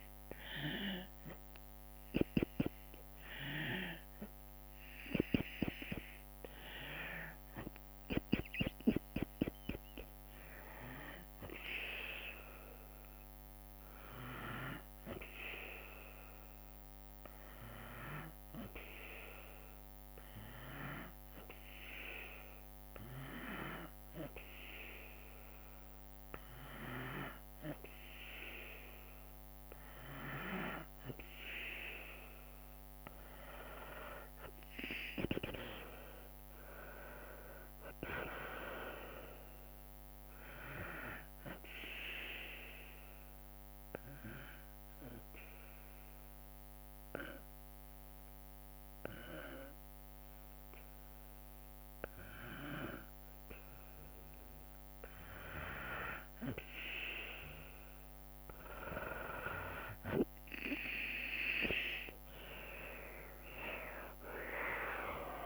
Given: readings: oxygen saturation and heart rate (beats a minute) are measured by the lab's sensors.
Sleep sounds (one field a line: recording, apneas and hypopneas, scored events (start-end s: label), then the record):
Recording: breathing in sleep by a microphone on the trachea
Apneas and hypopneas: 2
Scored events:
0.00-2.50 s: oxygen desaturation (device-marked, oxygen 92% lowest, heart rate 63 extreme)
18.00-30.00 s: hypopnea (oxygen 97% before, 92% lowest, heart rate 65 before, 58 extreme, up 8 after)
36.00-39.50 s: arousal
42.00-53.50 s: obstructive apnea (oxygen 96% before, 91% lowest, heart rate 68 before, 55 extreme, up 12 after)
57.00-60.50 s: arousal
62.50-65.46 s: drop in pulse transit time (device-marked, heart rate 65 before, 56 extreme)
62.50-65.46 s: oxygen desaturation (device-marked, oxygen 96% before, 92% lowest, heart rate 65 before, 55 extreme)
From the record:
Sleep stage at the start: N2 (light sleep)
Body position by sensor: on the back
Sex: female